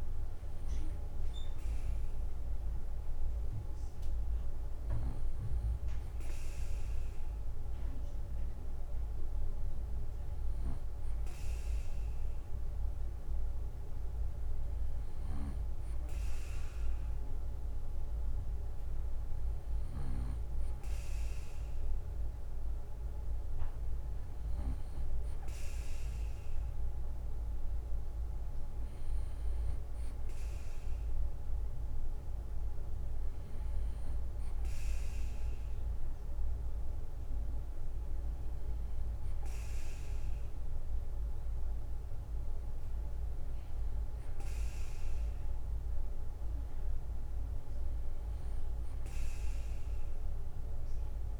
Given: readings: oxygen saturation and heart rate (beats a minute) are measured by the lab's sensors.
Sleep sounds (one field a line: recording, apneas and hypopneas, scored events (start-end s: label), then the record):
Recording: breathing in sleep, hard to hear, by a room microphone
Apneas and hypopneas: none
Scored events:
15.00-20.50 s: snoring (device-marked)
From the record:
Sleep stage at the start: N2 (light sleep)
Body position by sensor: on the back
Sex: male